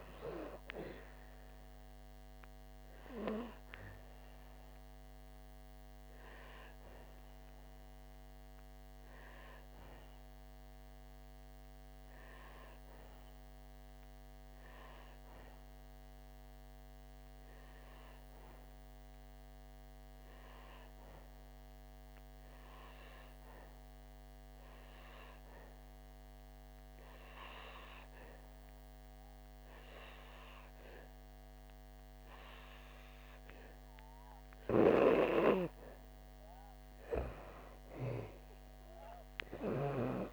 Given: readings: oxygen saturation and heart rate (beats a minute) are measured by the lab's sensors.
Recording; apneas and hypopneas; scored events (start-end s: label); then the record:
breathing in sleep by a microphone on the trachea; 1
0.00-10.50 s: oxygen desaturation (device-marked, oxygen 90% lowest, heart rate 55 extreme)
5.50-34.00 s: hypopnea (oxygen 98% before, 90% lowest, heart rate 73 before, 55 extreme, up 6 after)
37.00-40.33 s: arousal
37.50-40.33 s: oxygen desaturation (device-marked, oxygen 98% before, 91% lowest, heart rate 62 before, 59 extreme)
From the record:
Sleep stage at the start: N2 (light sleep); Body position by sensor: on the back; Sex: female